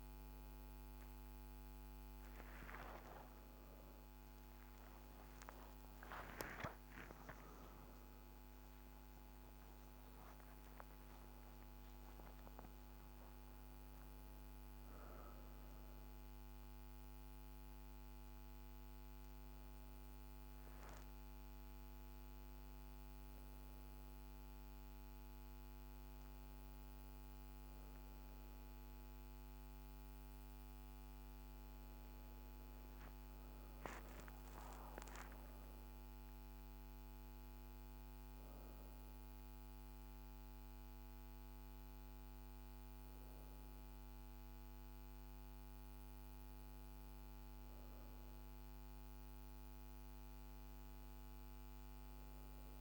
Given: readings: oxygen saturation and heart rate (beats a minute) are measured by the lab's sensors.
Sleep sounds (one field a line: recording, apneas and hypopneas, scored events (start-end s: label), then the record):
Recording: a person awake in a sleep study, hard to hear, by a microphone on the trachea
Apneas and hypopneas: none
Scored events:
7.50-37.50 s: new sleep stage, awake
37.50-52.81 s: new sleep stage, N1 (lightest sleep)
From the record:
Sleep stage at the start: N1 (lightest sleep)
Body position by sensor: on the back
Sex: female